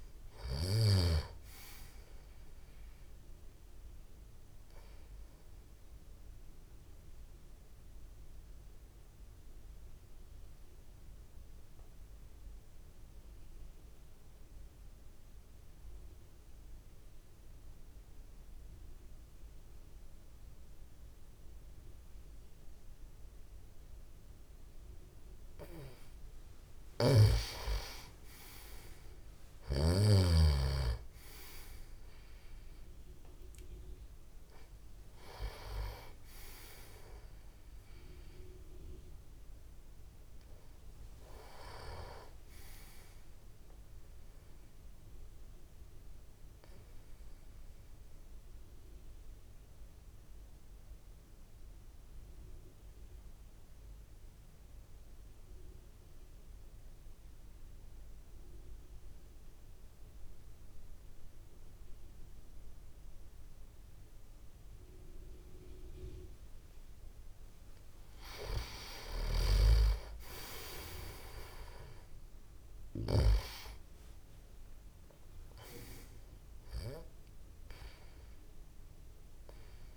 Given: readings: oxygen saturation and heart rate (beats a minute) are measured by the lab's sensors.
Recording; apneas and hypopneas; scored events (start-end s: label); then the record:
breathing in sleep by a room microphone; 2
0.00-1.00 s: snoring (device-marked)
0.50-22.50 s: oxygen desaturation (device-marked, oxygen 97% before, 90% lowest)
4.00-26.50 s: obstructive apnea (oxygen 97% before, 90% lowest)
27.00-31.00 s: arousal
31.50-58.50 s: oxygen desaturation (device-marked, oxygen 97% before, 90% lowest)
46.00-66.00 s: obstructive apnea (oxygen 97% before, 90% lowest)
68.50-79.97 s: tachycardia (device-marked, heart rate 36 before, 161 extreme)
69.00-73.50 s: snoring (device-marked)
69.00-74.50 s: arousal
74.50-79.97 s: oxygen desaturation (device-marked, oxygen 97% before, 90% lowest)
From the record:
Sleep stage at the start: N2 (light sleep); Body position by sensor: on the back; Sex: male